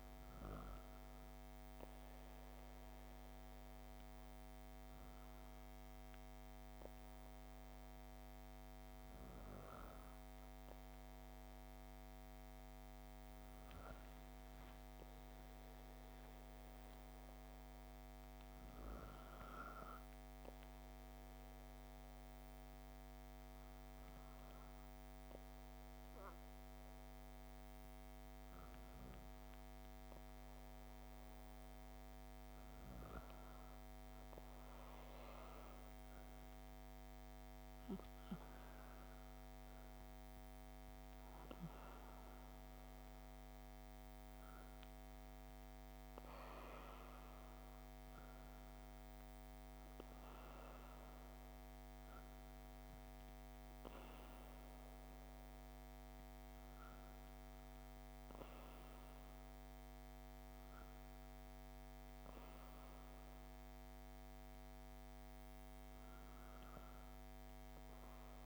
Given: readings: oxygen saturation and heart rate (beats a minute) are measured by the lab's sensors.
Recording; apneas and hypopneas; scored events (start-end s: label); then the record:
breathing in sleep, hard to hear, by a microphone on the trachea; 1
18.50-31.00 s: hypopnea (oxygen 98% before, 96% lowest, heart rate 71 before, 71 extreme, up 28 after)
35.00-39.00 s: arousal
From the record:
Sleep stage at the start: N2 (light sleep); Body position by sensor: on the back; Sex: female